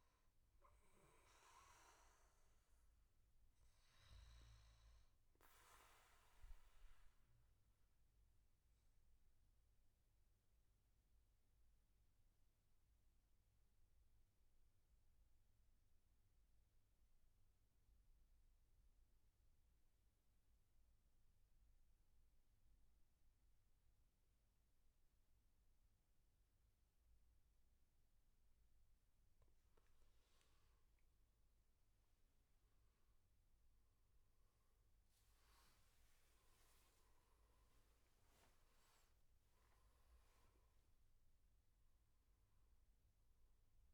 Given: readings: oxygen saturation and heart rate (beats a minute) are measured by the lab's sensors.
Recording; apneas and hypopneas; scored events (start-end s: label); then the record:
breathing in sleep, hard to hear, by a room microphone; 1
0.00-14.50 s: oxygen desaturation (device-marked, oxygen 91% lowest, heart rate 69 extreme)
7.00-28.00 s: obstructive apnea (oxygen 98% before, 91% lowest, heart rate 77 before, 74 extreme, up 10 after)
30.50-43.94 s: oxygen desaturation (device-marked, oxygen 99% before, 94% lowest, heart rate 78 before, 73 extreme)
33.00-38.50 s: arousal
39.00-41.00 s: long interval between heartbeats (device-marked, heart rate 81 before, 91 extreme)
From the record:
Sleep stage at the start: N2 (light sleep); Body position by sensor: on the back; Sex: male